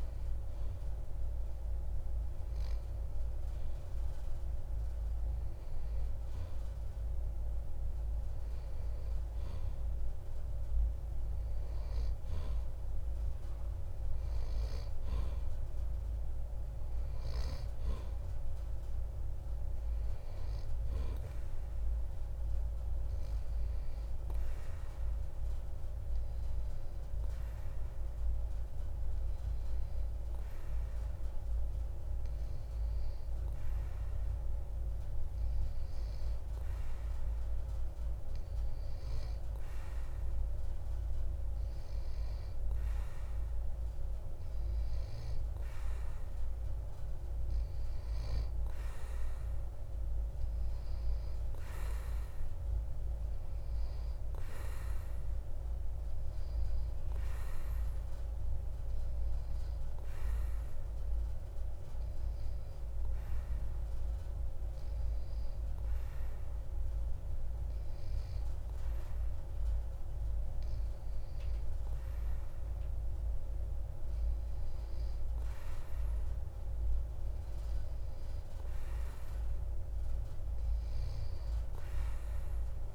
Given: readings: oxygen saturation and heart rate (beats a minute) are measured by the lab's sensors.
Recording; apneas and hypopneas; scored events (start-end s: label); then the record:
breathing in sleep, hard to hear, by a room microphone; none
none scored
From the record:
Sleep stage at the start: N2 (light sleep); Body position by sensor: on the back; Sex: male